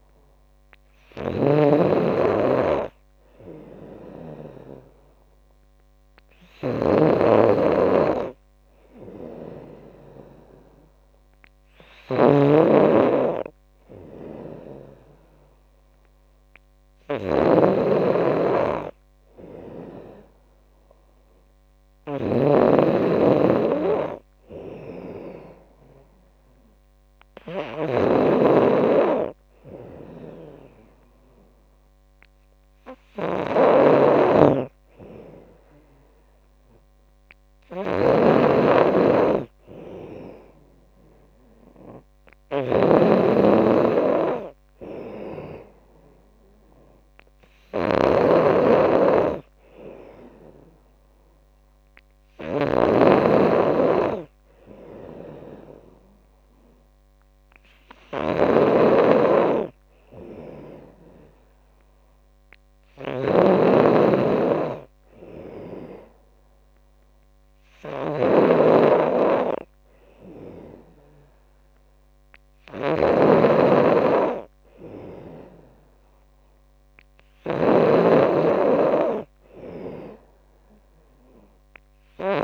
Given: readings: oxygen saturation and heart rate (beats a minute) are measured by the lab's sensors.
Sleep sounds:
breathing in sleep by a microphone on the trachea; none
0.00-82.44 s: snoring (device-marked)
25.50-34.50 s: oxygen desaturation (device-marked, oxygen 94% before, 90% lowest, heart rate 77 before, 77 extreme)
From the record:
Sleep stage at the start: N2 (light sleep); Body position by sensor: on the back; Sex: female

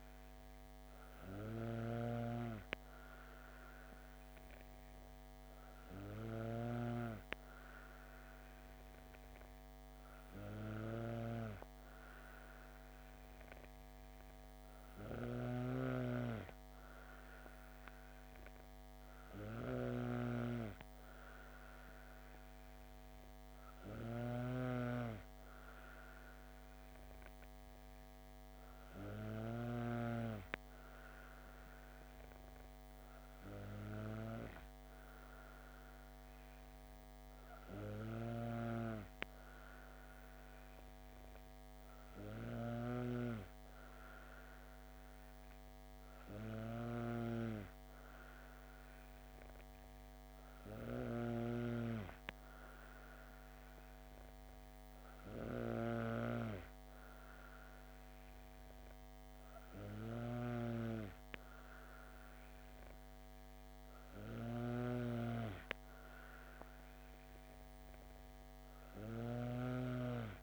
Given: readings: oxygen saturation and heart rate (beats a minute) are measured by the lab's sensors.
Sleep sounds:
breathing in sleep by a microphone on the trachea; none
0.00-29.50 s: snoring (device-marked)
38.00-70.43 s: snoring (device-marked)
From the record:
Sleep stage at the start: N2 (light sleep); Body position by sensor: on the back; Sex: female

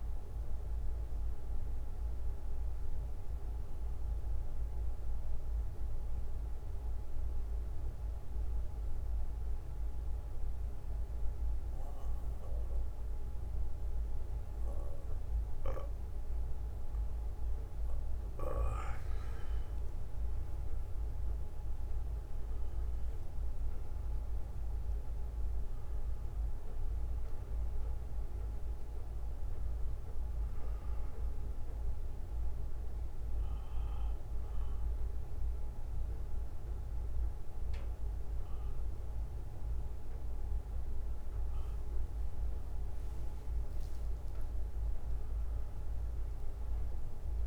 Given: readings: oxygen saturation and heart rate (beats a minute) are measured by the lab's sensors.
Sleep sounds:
breathing in sleep, hard to hear, by a room microphone; 1
0.00-4.50 s: bradycardia (device-marked, heart rate 52 extreme)
0.00-6.50 s: oxygen desaturation (device-marked, oxygen 92% lowest, heart rate 48 extreme)
0.50-19.00 s: mixed apnea (oxygen 97% before, 91% lowest, heart rate 61 before, 48 extreme, up 15 after)
11.50-14.50 s: bradycardia (device-marked, heart rate 61 before, 64 extreme)
20.00-24.50 s: arousal
26.50-47.47 s: oxygen desaturation (device-marked, oxygen 97% before, 91% lowest, heart rate 62 before, 49 extreme)
34.50-41.50 s: bradycardia (device-marked, heart rate 61 before, 49 extreme)
From the record:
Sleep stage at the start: N2 (light sleep); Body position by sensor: on the back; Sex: male

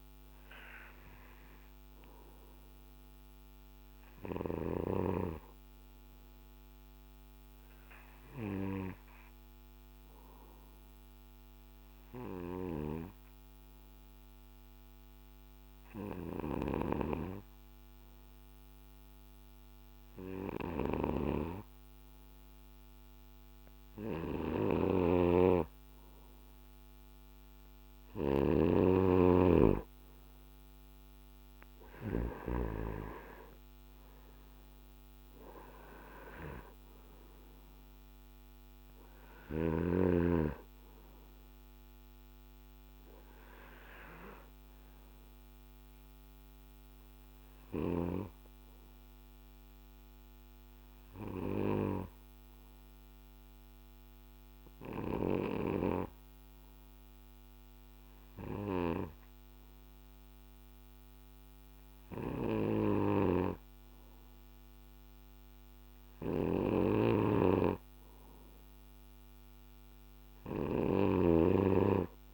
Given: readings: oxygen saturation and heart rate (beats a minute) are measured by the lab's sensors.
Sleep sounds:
breathing in sleep by a microphone on the trachea; 2
8.00-24.00 s: obstructive apnea (oxygen 95% before, 90% lowest, heart rate 60 before, 55 extreme, up 2 after)
20.50-32.50 s: snoring (device-marked)
26.00-30.00 s: arousal
33.50-65.50 s: oxygen desaturation (device-marked, oxygen 96% before, 90% lowest, heart rate 58 before, 55 extreme)
49.50-65.50 s: hypopnea (oxygen 96% before, 90% lowest, heart rate 59 before, 57 extreme, up 1 after)
66.50-71.00 s: snoring (device-marked)
67.50-72.00 s: arousal
From the record:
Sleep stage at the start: N2 (light sleep); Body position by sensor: on the back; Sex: male

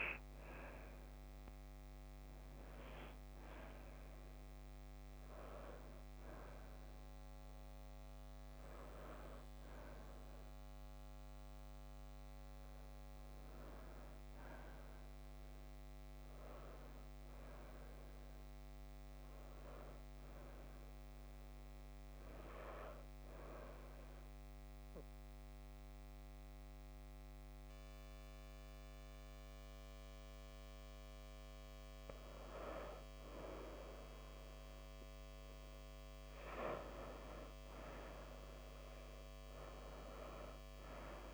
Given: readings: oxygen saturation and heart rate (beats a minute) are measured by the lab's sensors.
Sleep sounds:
breathing in sleep by a microphone on the trachea; 1
0.00-20.00 s: oxygen desaturation (device-marked, oxygen 88% lowest, heart rate 51 extreme)
7.00-41.34 s: new sleep stage, N2 (light sleep)
18.00-22.50 s: arousal
24.00-34.00 s: obstructive apnea (oxygen 93% before, 90% lowest, heart rate 94 before, 51 extreme, up 1 after)
37.50-41.34 s: arousal
From the record:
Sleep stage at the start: N1 (lightest sleep); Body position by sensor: on the right side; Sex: female

